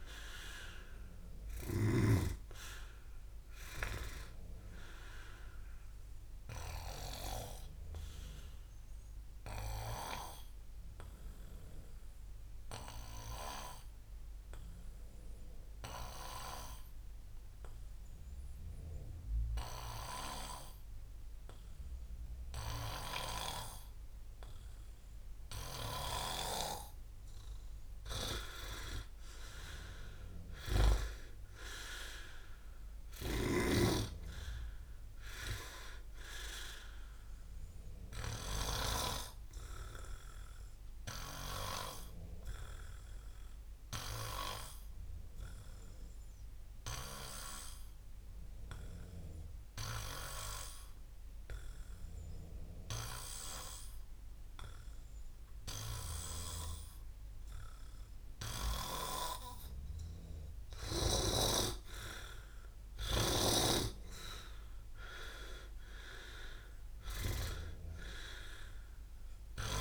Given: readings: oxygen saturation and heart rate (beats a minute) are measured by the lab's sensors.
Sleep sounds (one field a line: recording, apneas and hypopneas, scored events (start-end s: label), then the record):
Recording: breathing in sleep by a room microphone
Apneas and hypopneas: 2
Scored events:
0.00-1.00 s: arousal
2.00-14.00 s: oxygen desaturation (device-marked, oxygen 100% before, 96% lowest, heart rate 61 before, 58 extreme)
6.50-27.50 s: obstructive apnea (oxygen 100% before, 93% lowest, heart rate 62 before, 58 extreme, up 8 after)
16.00-23.00 s: oxygen desaturation (device-marked, oxygen 97% before, 94% lowest, heart rate 62 before, 59 extreme)
29.50-34.50 s: arousal
30.50-34.00 s: snoring (device-marked)
32.00-57.00 s: oxygen desaturation (device-marked, oxygen 100% before, 94% lowest, heart rate 60 before, 47 extreme)
40.00-61.00 s: obstructive apnea (oxygen 100% before, 93% lowest, heart rate 63 before, 47 extreme, up 13 after)
64.00-67.50 s: arousal
From the record:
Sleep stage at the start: N2 (light sleep)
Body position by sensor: on the back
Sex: male